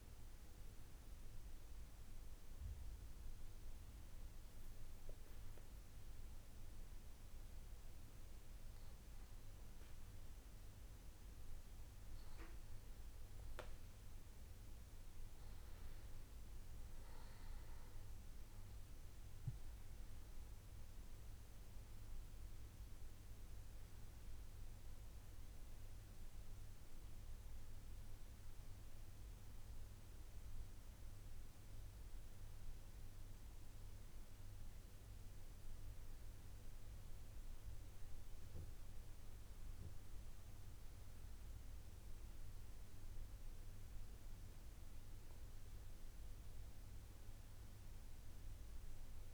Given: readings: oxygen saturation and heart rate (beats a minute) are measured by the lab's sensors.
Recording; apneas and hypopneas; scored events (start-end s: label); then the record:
breathing in sleep, hard to hear, by a room microphone; 1
1.00-12.00 s: obstructive apnea (oxygen 95% before, 94% lowest, heart rate 71 before, 65 extreme, up 5 after)
15.50-20.50 s: arousal
From the record:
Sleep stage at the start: N2 (light sleep); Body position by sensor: on the back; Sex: male